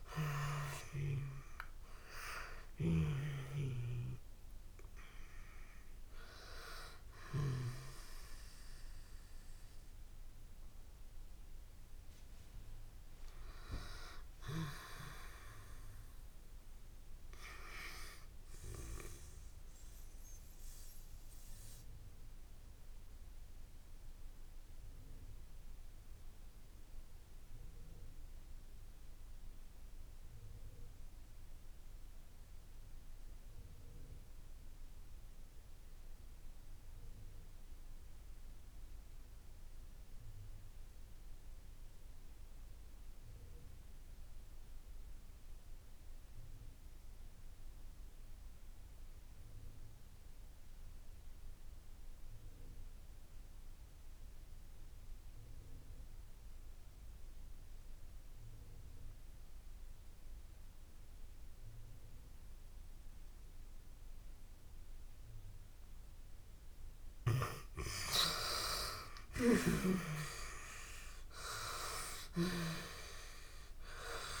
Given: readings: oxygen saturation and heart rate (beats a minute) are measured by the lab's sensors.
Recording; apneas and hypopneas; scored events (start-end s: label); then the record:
breathing in sleep by a room microphone; 1
0.00-30.50 s: oxygen desaturation (device-marked, oxygen 83% lowest)
19.50-66.00 s: obstructive apnea (oxygen 93% before, 79% lowest)
47.50-74.40 s: oxygen desaturation (device-marked, oxygen 98% before, 79% lowest)
71.00-74.40 s: arousal
From the record:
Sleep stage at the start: N2 (light sleep); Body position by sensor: on the back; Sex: female